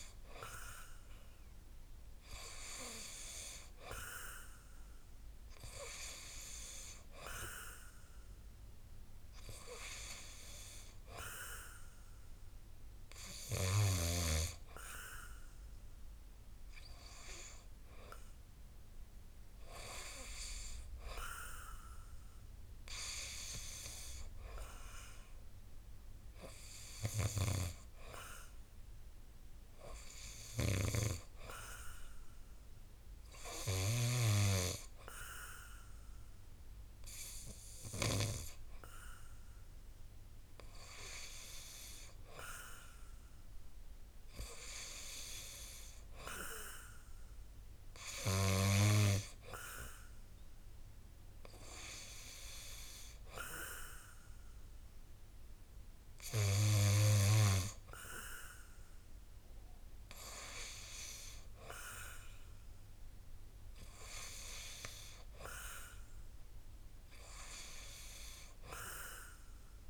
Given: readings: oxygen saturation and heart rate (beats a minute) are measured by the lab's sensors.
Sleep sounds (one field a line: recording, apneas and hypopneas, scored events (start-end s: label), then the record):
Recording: breathing in sleep by a room microphone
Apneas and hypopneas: 1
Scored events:
31.00-42.50 s: hypopnea (oxygen 95% before, 92% lowest, heart rate 61 before, 60 extreme, up 0 after)
44.50-48.50 s: arousal
From the record:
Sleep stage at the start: N2 (light sleep)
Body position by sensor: on the back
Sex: male